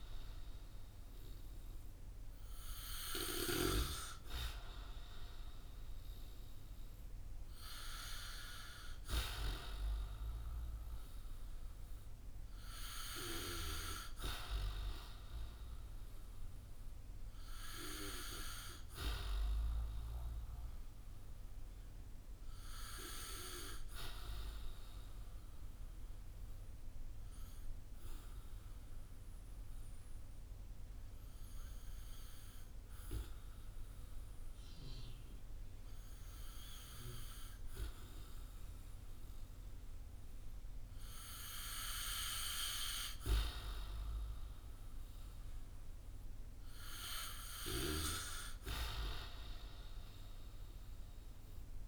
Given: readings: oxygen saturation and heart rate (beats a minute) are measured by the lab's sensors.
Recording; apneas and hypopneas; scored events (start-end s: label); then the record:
breathing in sleep by a room microphone; 1
27.00-41.50 s: obstructive apnea (oxygen 95% before, 92% lowest, heart rate 60 before, 53 extreme, up 12 after)
44.00-48.00 s: arousal
From the record:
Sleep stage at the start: N2 (light sleep); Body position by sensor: on the back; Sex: male